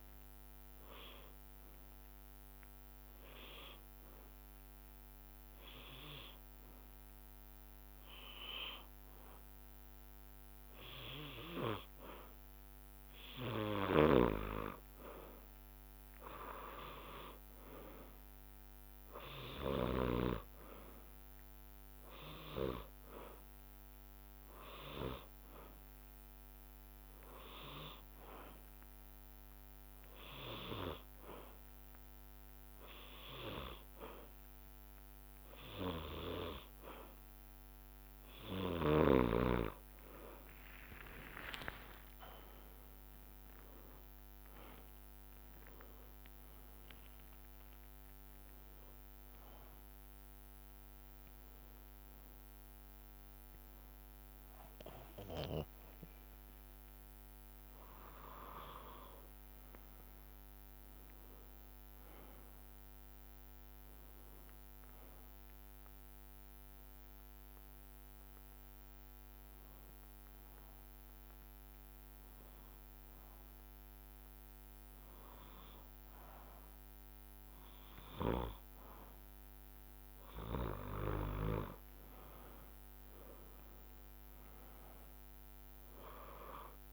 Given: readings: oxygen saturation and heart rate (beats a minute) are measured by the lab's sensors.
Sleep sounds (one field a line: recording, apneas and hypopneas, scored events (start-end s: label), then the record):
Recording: breathing in sleep by a microphone on the trachea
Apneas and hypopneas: 4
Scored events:
0.50-11.50 s: hypopnea (oxygen 96% before, 93% lowest, heart rate 65 before, 59 extreme, up 8 after)
3.50-9.50 s: bradycardia (device-marked, heart rate 63 before, 59 extreme)
15.50-20.00 s: arousal
22.50-34.50 s: oxygen desaturation (device-marked, oxygen 97% before, 94% lowest, heart rate 62 before, 61 extreme)
27.50-37.50 s: hypopnea (oxygen 97% before, 93% lowest, heart rate 63 before, 61 extreme, up 11 after)
39.00-43.50 s: arousal
40.50-52.50 s: drop in pulse transit time (device-marked, heart rate 63 before, 63 extreme)
47.50-55.50 s: oxygen desaturation (device-marked, oxygen 96% before, 93% lowest, heart rate 65 before, 58 extreme)
48.50-58.50 s: hypopnea (oxygen 97% before, 93% lowest, heart rate 65 before, 58 extreme, up 12 after)
61.00-64.50 s: arousal
66.50-68.50 s: long interval between heartbeats (device-marked, heart rate 68 before, 64 extreme)
67.00-79.00 s: hypopnea (oxygen 96% before, 93% lowest, heart rate 68 before, 58 extreme, up 12 after)
69.50-71.50 s: bradycardia (device-marked, heart rate 63 before, 62 extreme)
82.50-86.93 s: arousal
82.50-86.93 s: drop in pulse transit time (device-marked, heart rate 63 before, 63 extreme)
From the record:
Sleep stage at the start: N2 (light sleep)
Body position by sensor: on the back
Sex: male